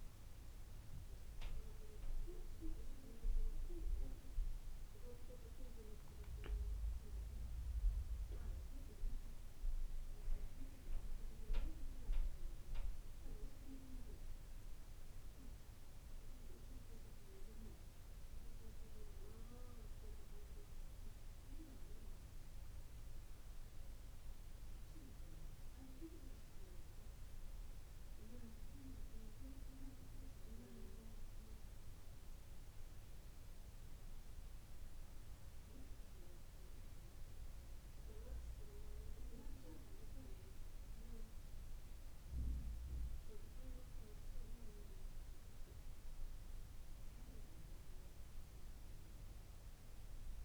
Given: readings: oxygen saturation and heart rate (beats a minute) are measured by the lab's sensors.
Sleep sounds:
breathing in sleep by a room microphone; none
none scored
From the record:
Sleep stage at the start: N2 (light sleep); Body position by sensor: on the back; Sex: female

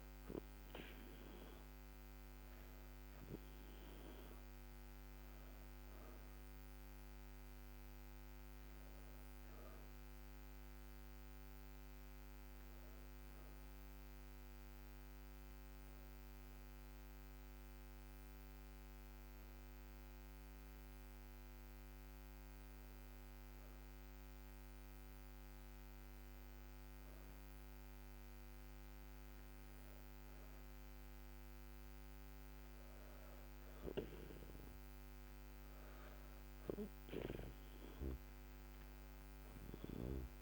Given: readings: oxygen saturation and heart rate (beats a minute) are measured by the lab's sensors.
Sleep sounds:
breathing in sleep by a microphone on the trachea; 1
2.00-5.50 s: arousal
13.50-28.50 s: hypopnea (oxygen 97% before, 94% lowest, heart rate 81 before, 73 extreme, up 1 after)
31.00-35.00 s: arousal
From the record:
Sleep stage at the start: N2 (light sleep); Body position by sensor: on the back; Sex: female

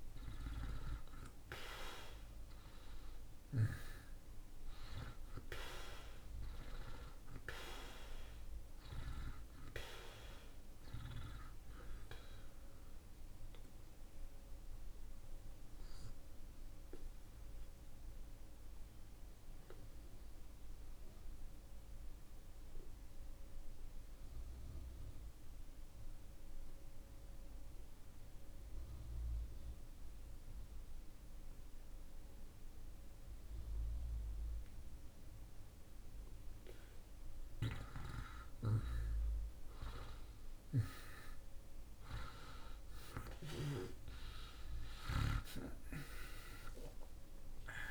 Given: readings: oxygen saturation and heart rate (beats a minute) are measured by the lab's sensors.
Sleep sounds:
breathing in sleep by a room microphone; 1
0.00-3.50 s: arousal
1.50-29.50 s: oxygen desaturation (device-marked, oxygen 97% before, 81% lowest)
13.00-36.00 s: obstructive apnea (oxygen 97% before, 77% lowest)
40.00-46.00 s: arousal
41.50-47.91 s: oxygen desaturation (device-marked, oxygen 95% before, 77% lowest)
From the record:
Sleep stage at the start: N2 (light sleep); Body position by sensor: on the back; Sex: male

